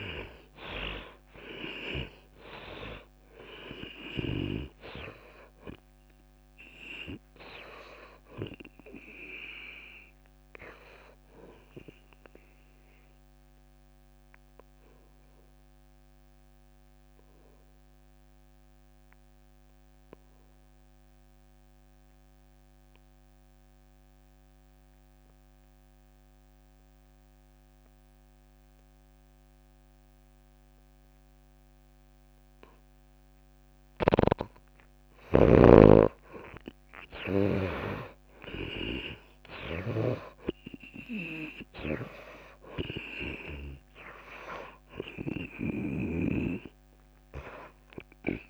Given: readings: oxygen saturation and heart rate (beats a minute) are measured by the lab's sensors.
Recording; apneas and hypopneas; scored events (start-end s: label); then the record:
breathing in sleep by a microphone on the trachea; 1
0.00-1.50 s: arousal
0.00-5.00 s: snoring (device-marked)
0.00-21.50 s: oxygen desaturation (device-marked, oxygen 73% lowest)
13.00-34.00 s: obstructive apnea (oxygen 97% before, 81% lowest)
32.50-48.50 s: oxygen desaturation (device-marked, oxygen 99% before, 81% lowest)
34.00-46.00 s: snoring (device-marked)
36.50-41.00 s: arousal
From the record:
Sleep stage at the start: N2 (light sleep); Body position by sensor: on the back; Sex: female